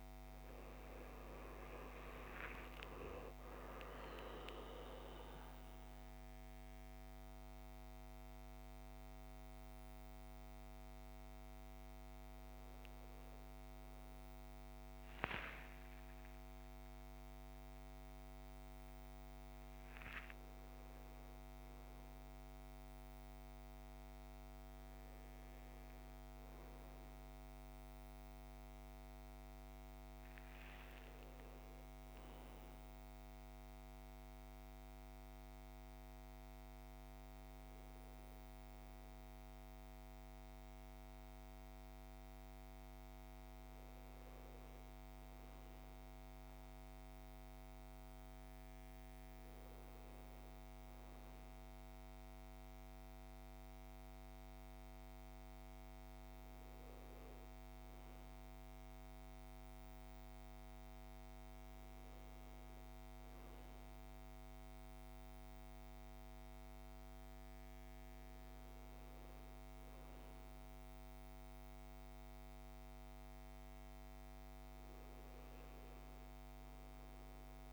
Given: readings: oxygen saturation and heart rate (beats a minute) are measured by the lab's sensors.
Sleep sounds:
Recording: a person awake in a sleep study, hard to hear, by a microphone on the trachea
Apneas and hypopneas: none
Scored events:
none scored
From the record:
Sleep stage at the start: awake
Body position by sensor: on the back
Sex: male

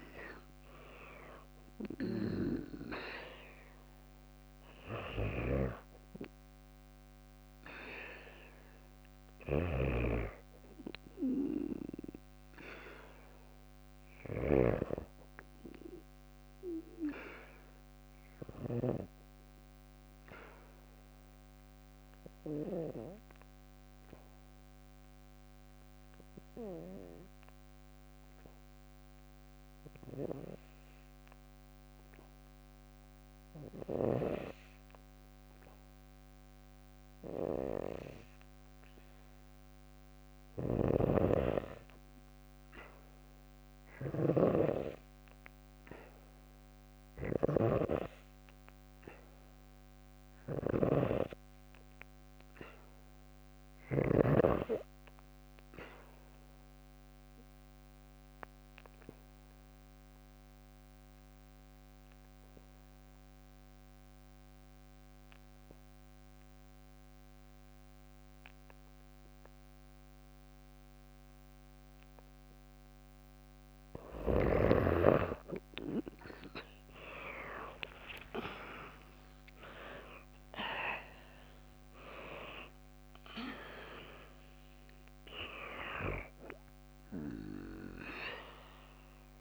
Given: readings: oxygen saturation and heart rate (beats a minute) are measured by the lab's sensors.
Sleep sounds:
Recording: breathing in sleep by a microphone on the trachea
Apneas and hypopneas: 2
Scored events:
0.00-20.50 s: oxygen desaturation (device-marked, oxygen 79% lowest, heart rate 57 extreme)
4.50-18.00 s: snoring (device-marked)
20.50-37.50 s: obstructive apnea (oxygen 98% before, 81% lowest, heart rate 59 before, 57 extreme, up 0 after)
38.50-65.50 s: oxygen desaturation (device-marked, oxygen 98% before, 90% lowest, heart rate 57 before, 57 extreme)
39.50-42.00 s: arousal
39.50-53.50 s: snoring (device-marked)
56.50-72.50 s: obstructive apnea (oxygen 98% before, 81% lowest, heart rate 58 before, 57 extreme, up 6 after)
76.00-80.50 s: arousal
80.50-89.41 s: oxygen desaturation (device-marked, oxygen 93% before, 81% lowest, heart rate 59 before, 55 extreme)
From the record:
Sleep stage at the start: N2 (light sleep)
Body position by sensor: on the back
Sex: female

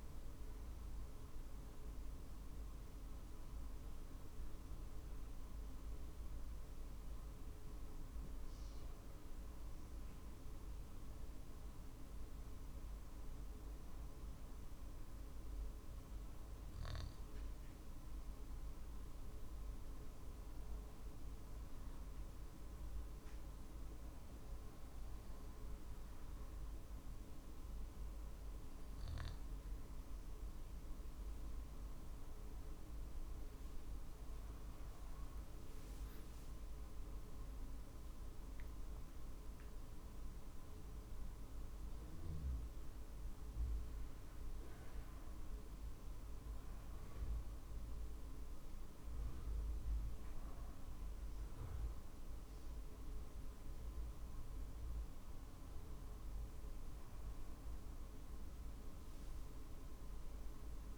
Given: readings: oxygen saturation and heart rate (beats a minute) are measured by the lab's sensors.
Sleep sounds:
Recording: breathing in sleep, hard to hear, by a room microphone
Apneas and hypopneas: 2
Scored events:
22.00-32.50 s: obstructive apnea (oxygen 98% before, 94% lowest, heart rate 49 before, 44 extreme, up 4 after)
34.50-38.50 s: arousal
44.50-56.00 s: hypopnea (oxygen 98% before, 94% lowest, heart rate 49 before, 44 extreme, up 3 after)
57.50-60.98 s: arousal
From the record:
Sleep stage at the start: N2 (light sleep)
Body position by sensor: on the back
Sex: male

